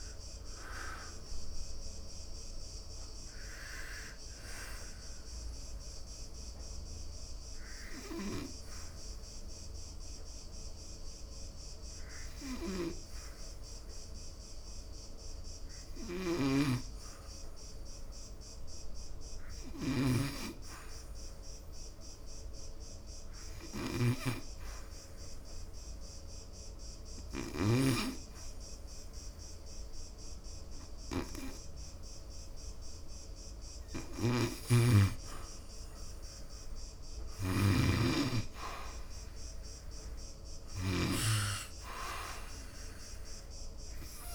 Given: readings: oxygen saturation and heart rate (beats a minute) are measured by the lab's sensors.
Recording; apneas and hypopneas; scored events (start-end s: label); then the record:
breathing in sleep by a room microphone; 1
0.00-24.00 s: oxygen desaturation (device-marked, oxygen 67% lowest, heart rate 59 extreme)
8.00-33.00 s: hypopnea (oxygen 90% before, 67% lowest, heart rate 82 before, 68 extreme, up 4 after)
16.00-28.00 s: snoring (device-marked)
30.00-44.35 s: oxygen desaturation (device-marked, oxygen 98% before, 84% lowest, heart rate 74 before, 62 extreme)
34.50-39.50 s: arousal
34.50-41.50 s: snoring (device-marked)
From the record:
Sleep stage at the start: N2 (light sleep); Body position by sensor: on the back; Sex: male